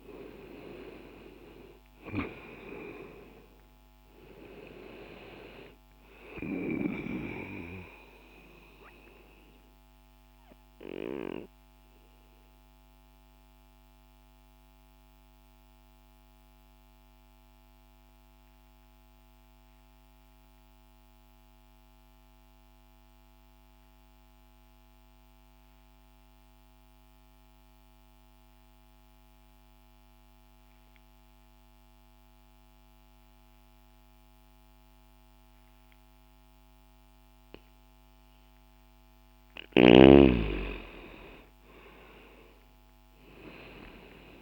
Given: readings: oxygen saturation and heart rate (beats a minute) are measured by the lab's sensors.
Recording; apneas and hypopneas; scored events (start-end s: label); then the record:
breathing in sleep by a microphone on the trachea; 1
0.00-16.50 s: oxygen desaturation (device-marked, oxygen 90% lowest, heart rate 60 extreme)
9.00-38.00 s: mixed apnea (oxygen 97% before, 85% lowest, heart rate 60 before, 60 extreme, up 0 after)
18.50-33.50 s: oxygen desaturation (device-marked, oxygen 91% before, 85% lowest, heart rate 60 before, 60 extreme)
41.00-44.42 s: arousal
From the record:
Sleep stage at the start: N2 (light sleep); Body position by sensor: on the left side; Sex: male